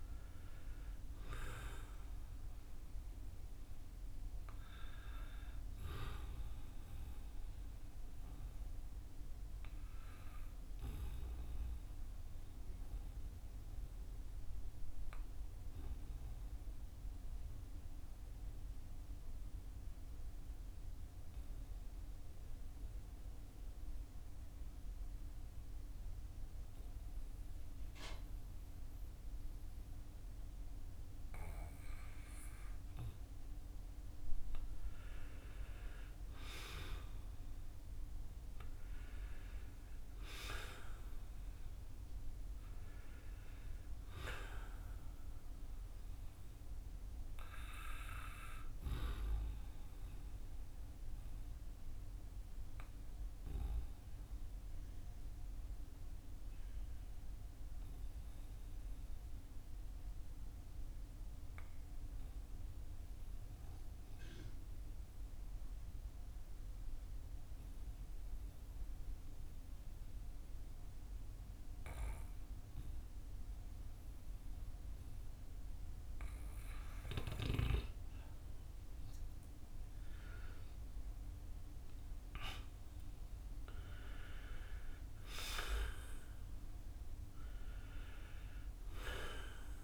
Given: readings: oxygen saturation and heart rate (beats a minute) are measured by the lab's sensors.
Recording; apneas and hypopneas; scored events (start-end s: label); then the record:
breathing in sleep by a room microphone; 2
0.00-25.00 s: oxygen desaturation (device-marked, oxygen 87% lowest, heart rate 48 extreme)
7.00-33.50 s: obstructive apnea (oxygen 96% before, 87% lowest, heart rate 58 before, 51 extreme, up 9 after)
35.00-39.50 s: arousal
48.00-68.00 s: oxygen desaturation (device-marked, oxygen 94% before, 90% lowest, heart rate 57 before, 39 extreme)
50.00-77.00 s: obstructive apnea (oxygen 96% before, 88% lowest, heart rate 58 before, 39 extreme, up 6 after)
79.50-83.50 s: arousal
81.00-89.84 s: oxygen desaturation (device-marked, oxygen 96% before, 88% lowest, heart rate 51 before, 47 extreme)
From the record:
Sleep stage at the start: N2 (light sleep); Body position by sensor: on the back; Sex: male